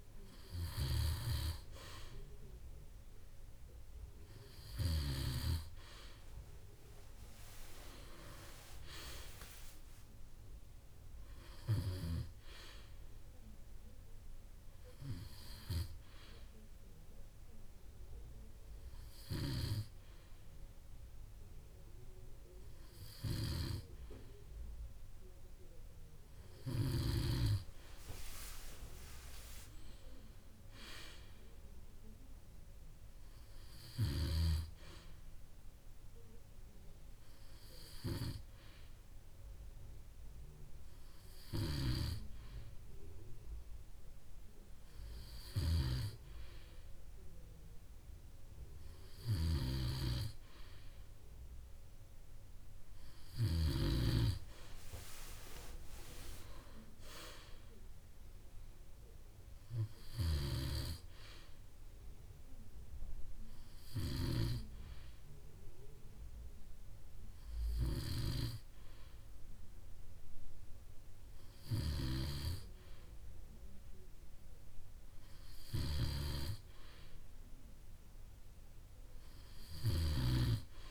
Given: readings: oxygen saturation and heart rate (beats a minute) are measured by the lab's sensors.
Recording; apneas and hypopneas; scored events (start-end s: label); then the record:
breathing in sleep by a room microphone; none
0.00-6.00 s: snoring (device-marked)
50.00-54.50 s: snoring (device-marked)
61.00-65.50 s: snoring (device-marked)
76.50-80.91 s: snoring (device-marked)
From the record:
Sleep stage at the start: N2 (light sleep); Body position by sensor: on the back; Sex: male